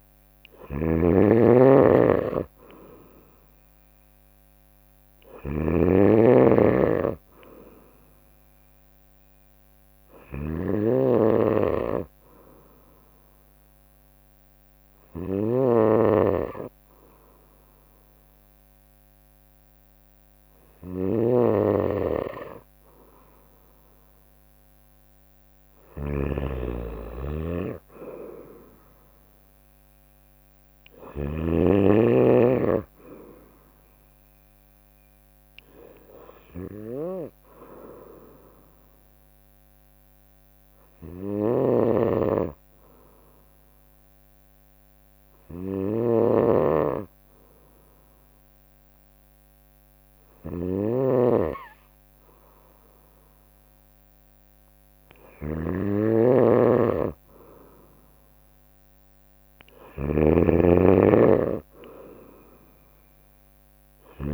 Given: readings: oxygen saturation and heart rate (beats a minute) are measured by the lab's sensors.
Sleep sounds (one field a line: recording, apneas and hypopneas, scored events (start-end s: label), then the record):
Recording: breathing in sleep by a microphone on the trachea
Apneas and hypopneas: 2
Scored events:
0.00-31.00 s: snoring (device-marked)
1.00-3.00 s: long interval between heartbeats (device-marked, heart rate 71 before, 82 extreme)
5.00-7.00 s: long interval between heartbeats (device-marked, heart rate 74 before, 95 extreme)
12.00-24.50 s: obstructive apnea (oxygen 95% before, 93% lowest, heart rate 82 before, 60 extreme, up 28 after)
15.50-17.50 s: long interval between heartbeats (device-marked, heart rate 85 before, 85 extreme)
17.50-19.50 s: long interval between heartbeats (device-marked, heart rate 86 before, 87 extreme)
20.50-22.50 s: long interval between heartbeats (device-marked, heart rate 88 before, 79 extreme)
23.50-25.50 s: long interval between heartbeats (device-marked, heart rate 88 before, 81 extreme)
26.00-28.00 s: long interval between heartbeats (device-marked, heart rate 88 before, 98 extreme)
27.00-31.50 s: arousal
31.00-33.00 s: long interval between heartbeats (device-marked, heart rate 90 before, 79 extreme)
36.50-38.50 s: long interval between heartbeats (device-marked, heart rate 89 before, 92 extreme)
40.00-55.00 s: hypopnea (oxygen 94% before, 92% lowest, heart rate 90 before, 60 extreme, up 11 after)
40.50-64.34 s: snoring (device-marked)
41.50-43.50 s: long interval between heartbeats (device-marked, heart rate 90 before, 75 extreme)
57.50-61.00 s: arousal
59.00-61.00 s: long interval between heartbeats (device-marked, heart rate 69 before, 70 extreme)
From the record:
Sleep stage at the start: N2 (light sleep)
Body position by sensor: on the right side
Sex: female